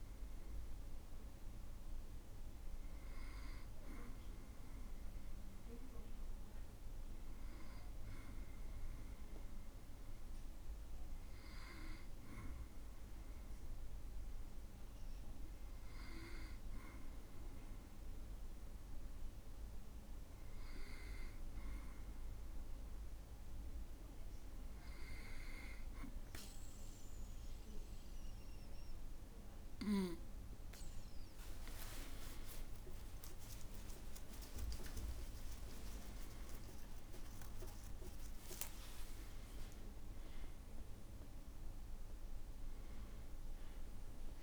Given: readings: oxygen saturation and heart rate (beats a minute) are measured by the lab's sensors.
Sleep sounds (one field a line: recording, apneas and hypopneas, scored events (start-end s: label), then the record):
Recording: breathing in sleep by a room microphone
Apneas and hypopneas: 1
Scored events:
4.00-29.50 s: hypopnea (oxygen 99% before, 96% lowest, heart rate 57 before, 55 extreme, up 17 after)
32.50-37.50 s: arousal
From the record:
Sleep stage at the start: N2 (light sleep)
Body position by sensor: on the back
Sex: male